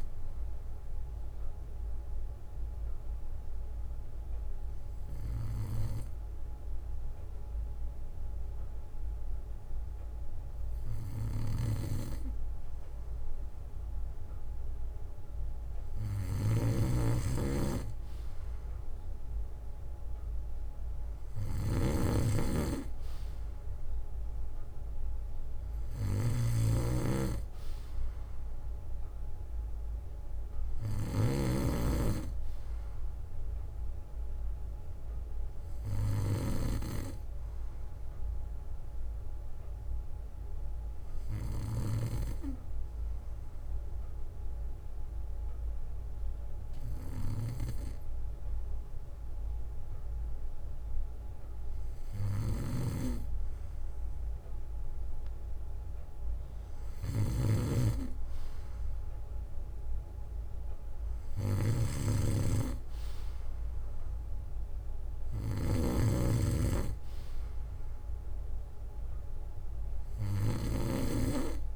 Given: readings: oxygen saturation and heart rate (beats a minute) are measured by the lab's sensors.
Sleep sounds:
breathing in sleep by a room microphone; 2
1.50-11.50 s: obstructive apnea (oxygen 95% before, 93% lowest, heart rate 63 before, 54 extreme, up 5 after)
3.00-18.00 s: bradycardia (device-marked, heart rate 61 before, 54 extreme)
15.50-19.00 s: arousal
16.50-36.50 s: snoring (device-marked)
36.00-38.00 s: bradycardia (device-marked, heart rate 61 before, 59 extreme)
39.00-51.00 s: obstructive apnea (oxygen 96% before, 93% lowest, heart rate 63 before, 58 extreme, up 9 after)
44.00-47.00 s: bradycardia (device-marked, heart rate 61 before, 60 extreme)
52.50-71.00 s: snoring (device-marked)
53.00-55.00 s: bradycardia (device-marked, heart rate 61 before, 60 extreme)
55.50-59.00 s: arousal
From the record:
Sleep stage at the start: N2 (light sleep); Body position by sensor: on the back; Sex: male

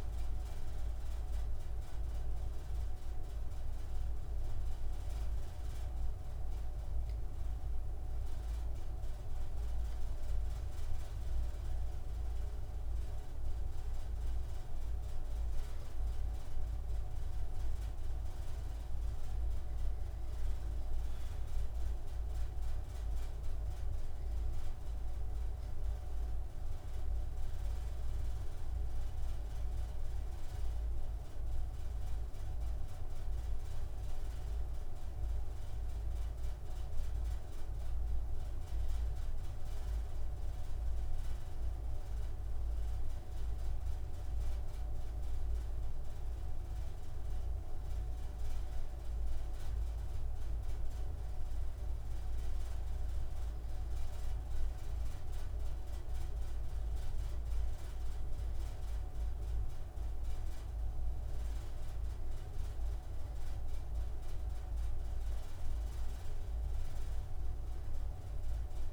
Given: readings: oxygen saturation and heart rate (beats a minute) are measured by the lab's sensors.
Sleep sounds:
breathing in sleep, hard to hear, by a room microphone; 1
15.50-27.00 s: hypopnea (oxygen 97% before, 95% lowest, heart rate 75 before, 70 extreme, up 10 after)
30.50-35.50 s: arousal
From the record:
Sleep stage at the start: N2 (light sleep); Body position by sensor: on the right side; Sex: male

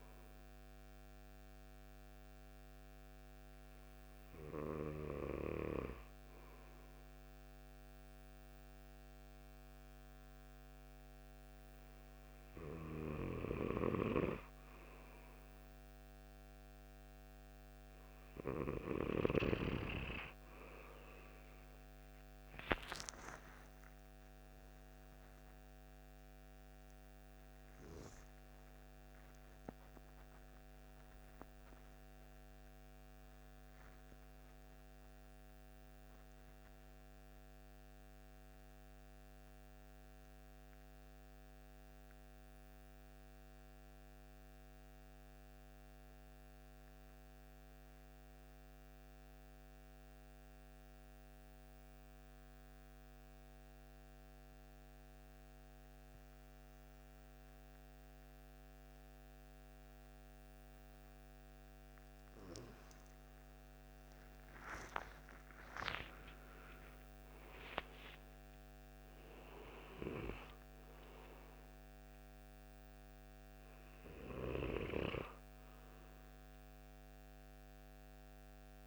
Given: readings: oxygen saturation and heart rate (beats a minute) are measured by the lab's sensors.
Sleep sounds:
breathing in sleep by a microphone on the trachea; 1
24.00-30.50 s: arousal
36.50-60.50 s: mixed apnea (oxygen 96% before, 91% lowest)
63.00-67.00 s: arousal
64.00-78.87 s: oxygen desaturation (device-marked, oxygen 97% before, 91% lowest)
From the record:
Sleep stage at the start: N2 (light sleep); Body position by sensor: on the right side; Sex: male

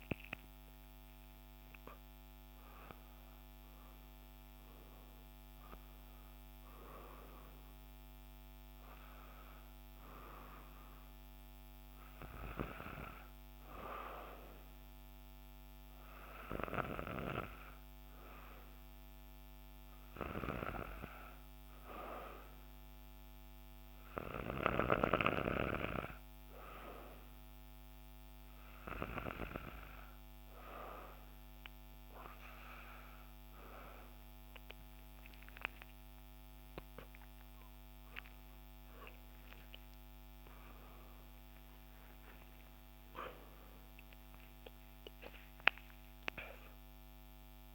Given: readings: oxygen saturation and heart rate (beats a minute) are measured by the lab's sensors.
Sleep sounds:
breathing in sleep by a microphone on the trachea; none
0.00-1.50 s: arousal
39.50-44.50 s: arousal
From the record:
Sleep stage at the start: N2 (light sleep); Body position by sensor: on the right side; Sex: female

